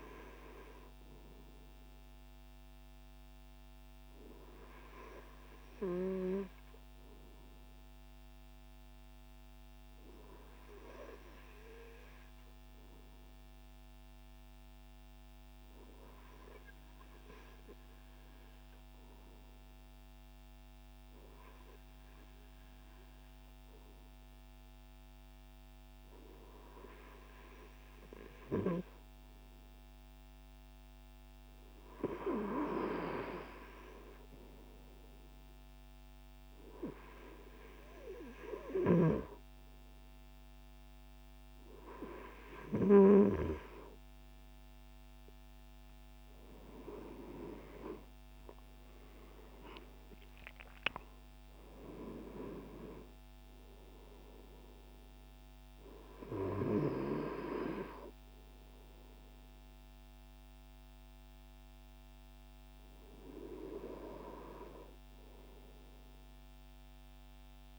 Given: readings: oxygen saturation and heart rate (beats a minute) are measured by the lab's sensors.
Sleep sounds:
breathing in sleep by a microphone on the trachea; 1
6.00-29.50 s: obstructive apnea (oxygen 96% before, 95% lowest, heart rate 63 before, 58 extreme, up 4 after)
46.50-51.50 s: arousal
From the record:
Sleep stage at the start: REM sleep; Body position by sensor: on the front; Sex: male

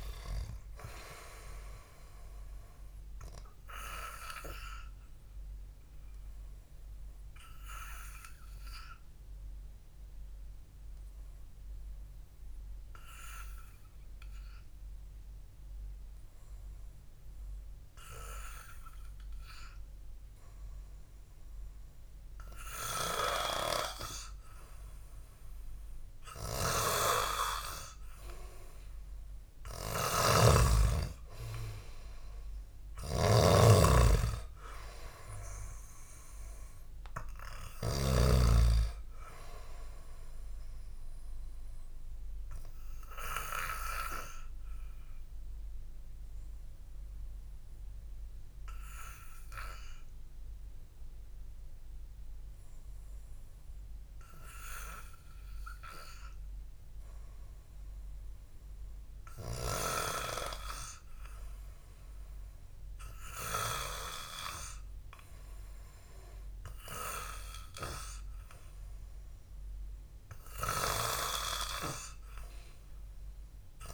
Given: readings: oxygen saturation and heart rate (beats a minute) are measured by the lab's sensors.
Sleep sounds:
breathing in sleep by a room microphone; 2
5.00-20.50 s: hypopnea (oxygen 97% before, 93% lowest, heart rate 55 before, 53 extreme)
24.00-27.50 s: arousal
30.00-38.50 s: snoring (device-marked)
44.00-57.00 s: hypopnea (oxygen 97% before, 93% lowest, heart rate 58 before, 52 extreme, up 2 after)
57.50-61.50 s: arousal
72.00-73.94 s: oxygen desaturation (device-marked, oxygen 97% before, 93% lowest, heart rate 59 before, 52 extreme)
From the record:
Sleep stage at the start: N2 (light sleep); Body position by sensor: on the back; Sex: male

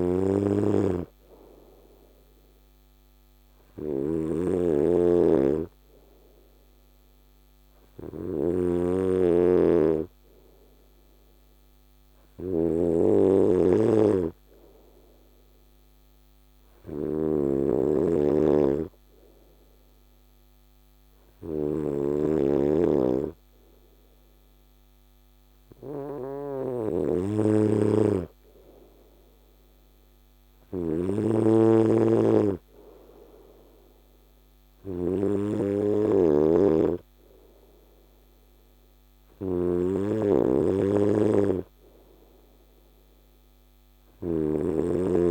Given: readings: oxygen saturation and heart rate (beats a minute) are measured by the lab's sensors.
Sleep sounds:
breathing in sleep by a microphone on the trachea; none
0.00-45.31 s: snoring (device-marked)
From the record:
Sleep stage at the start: N2 (light sleep); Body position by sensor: on the right side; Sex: male

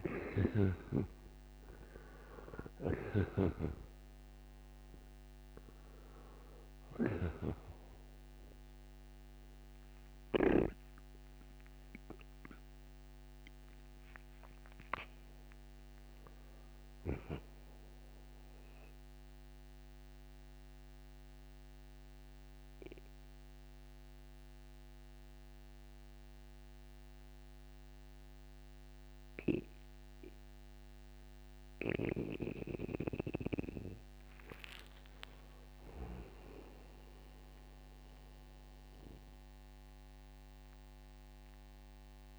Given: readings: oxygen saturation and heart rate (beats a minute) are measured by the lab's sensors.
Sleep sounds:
breathing in sleep by a microphone on the trachea; 1
0.00-10.50 s: snoring (device-marked)
0.00-27.00 s: oxygen desaturation (device-marked, oxygen 86% lowest, heart rate 62 extreme)
12.00-15.50 s: arousal
19.00-33.00 s: central apnea (oxygen 96% before, 85% lowest, heart rate 73 before, 62 extreme, up 31 after)
34.50-39.00 s: arousal
From the record:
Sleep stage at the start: N2 (light sleep); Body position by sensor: on the right side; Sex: male

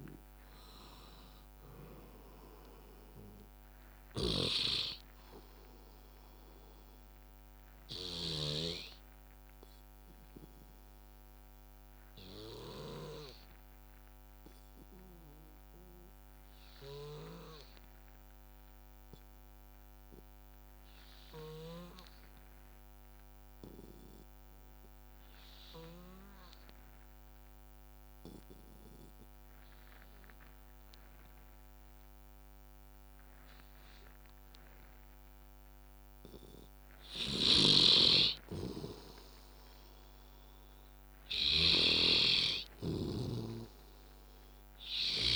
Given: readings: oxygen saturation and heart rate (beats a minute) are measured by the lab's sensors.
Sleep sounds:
breathing in sleep by a microphone on the trachea; 1
0.00-8.50 s: drop in pulse transit time (device-marked, heart rate 63 extreme)
0.00-16.50 s: oxygen desaturation (device-marked, oxygen 86% lowest, heart rate 56 extreme)
3.50-8.50 s: snoring (device-marked)
5.50-18.50 s: bradycardia (device-marked, heart rate 63 before, 56 extreme)
8.50-36.50 s: obstructive apnea (oxygen 97% before, 87% lowest, heart rate 68 before, 55 extreme, up 1 after)
35.50-45.35 s: oxygen desaturation (device-marked, oxygen 99% before, 90% lowest, heart rate 61 before, 55 extreme)
37.00-45.35 s: snoring (device-marked)
42.00-45.35 s: arousal
From the record:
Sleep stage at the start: N2 (light sleep); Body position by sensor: on the back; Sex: male

